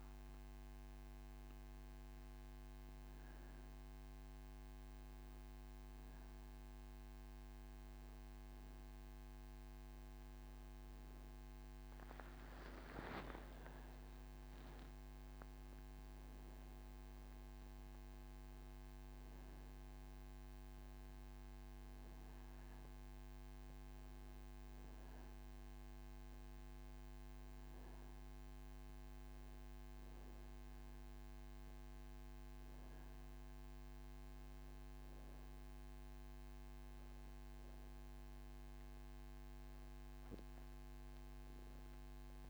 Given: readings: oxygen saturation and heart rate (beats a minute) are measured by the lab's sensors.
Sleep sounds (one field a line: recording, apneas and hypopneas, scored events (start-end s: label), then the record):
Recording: breathing in sleep, hard to hear, by a microphone on the trachea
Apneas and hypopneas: none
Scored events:
22.50-42.50 s: oxygen desaturation (device-marked, oxygen 96% before, 92% lowest)
From the record:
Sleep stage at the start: N2 (light sleep)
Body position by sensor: on the back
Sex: female